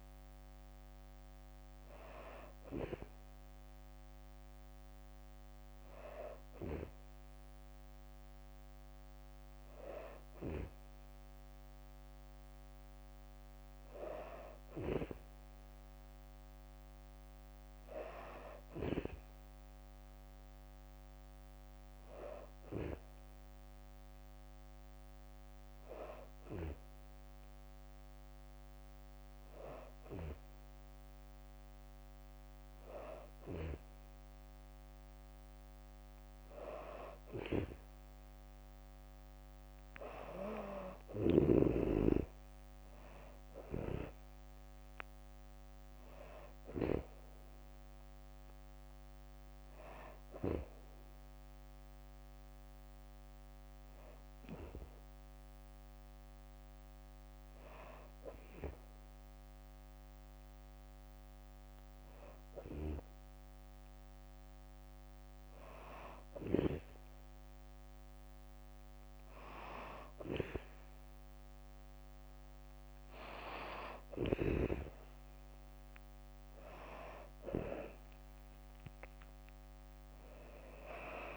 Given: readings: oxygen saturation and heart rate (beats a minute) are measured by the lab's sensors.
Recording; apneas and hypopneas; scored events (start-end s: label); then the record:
breathing in sleep by a microphone on the trachea; none
0.00-4.50 s: oxygen desaturation (device-marked, oxygen 93% lowest, heart rate 63 extreme)
39.50-51.50 s: drop in pulse transit time (device-marked, heart rate 65 before, 66 extreme)
77.50-81.37 s: tachycardia (device-marked, heart rate 67 before, 128 extreme)
79.00-81.00 s: long interval between heartbeats (device-marked, heart rate 67 before, 94 extreme)
79.50-81.37 s: arousal
79.50-81.37 s: drop in pulse transit time (device-marked, heart rate 69 before, 63 extreme)
From the record:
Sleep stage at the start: N2 (light sleep); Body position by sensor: on the back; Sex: female